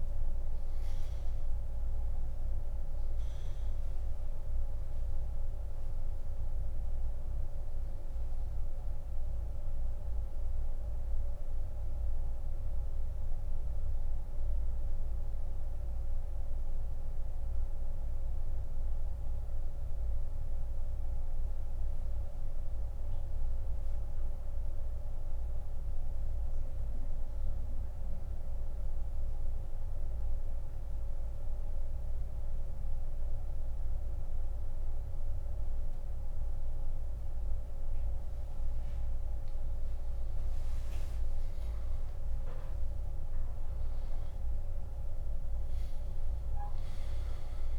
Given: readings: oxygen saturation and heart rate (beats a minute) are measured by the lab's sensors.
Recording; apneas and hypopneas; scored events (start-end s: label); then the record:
breathing in sleep, hard to hear, by a room microphone; 1
0.00-34.00 s: oxygen desaturation (device-marked, oxygen 88% lowest, heart rate 28 extreme)
7.50-38.50 s: central apnea (oxygen 97% before, 88% lowest, heart rate 56 before, 28 extreme, up 37 after)
41.50-44.50 s: arousal
From the record:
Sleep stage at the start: N2 (light sleep); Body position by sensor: on the back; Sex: male